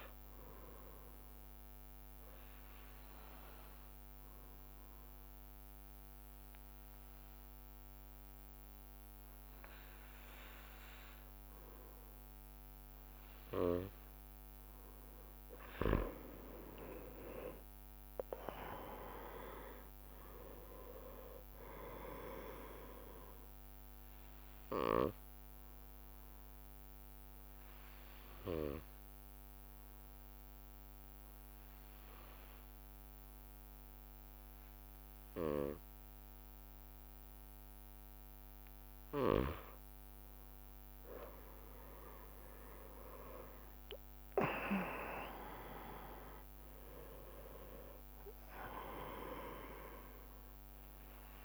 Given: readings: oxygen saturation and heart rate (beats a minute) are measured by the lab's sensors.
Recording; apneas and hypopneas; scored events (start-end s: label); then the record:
breathing in sleep by a microphone on the trachea; 2
3.00-14.00 s: obstructive apnea (oxygen 98% before, 94% lowest)
15.50-19.00 s: arousal
20.50-37.50 s: oxygen desaturation (device-marked, oxygen 97% before, 94% lowest)
25.50-39.50 s: obstructive apnea (oxygen 98% before, 94% lowest)
42.00-46.00 s: arousal
From the record:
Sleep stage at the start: N2 (light sleep); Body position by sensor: on the right side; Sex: male